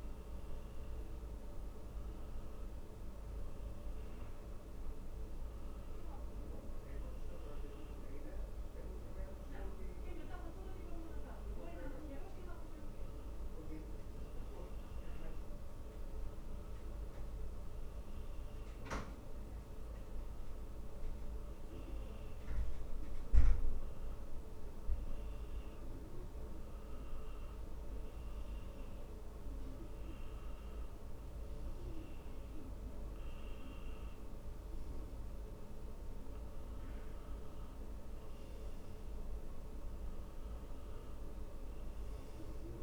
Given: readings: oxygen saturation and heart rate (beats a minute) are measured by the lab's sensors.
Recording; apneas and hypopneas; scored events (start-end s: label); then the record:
breathing in sleep, hard to hear, by a room microphone; none
0.00-13.00 s: oxygen desaturation (device-marked, oxygen 91% lowest, heart rate 65 extreme)
16.00-42.83 s: new sleep stage, N2 (light sleep)
40.50-42.83 s: arousal
From the record:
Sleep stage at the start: N1 (lightest sleep); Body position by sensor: on the back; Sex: male